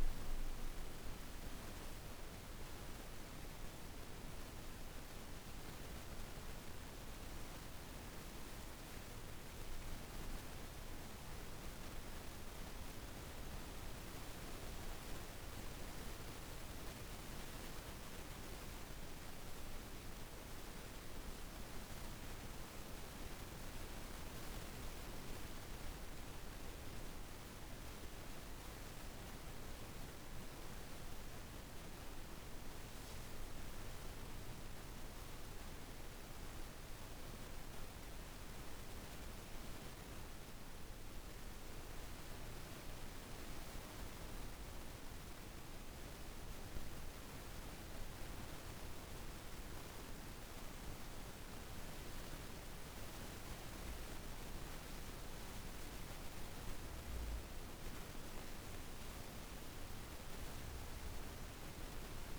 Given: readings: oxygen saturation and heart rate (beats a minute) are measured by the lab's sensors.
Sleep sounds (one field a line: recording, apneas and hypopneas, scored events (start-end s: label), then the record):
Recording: a person partly awake in a sleep study, hard to hear, by a room microphone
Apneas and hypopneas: none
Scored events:
42.50-62.39 s: new sleep stage, awake
From the record:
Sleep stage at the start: N1 (lightest sleep)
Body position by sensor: on the back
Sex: female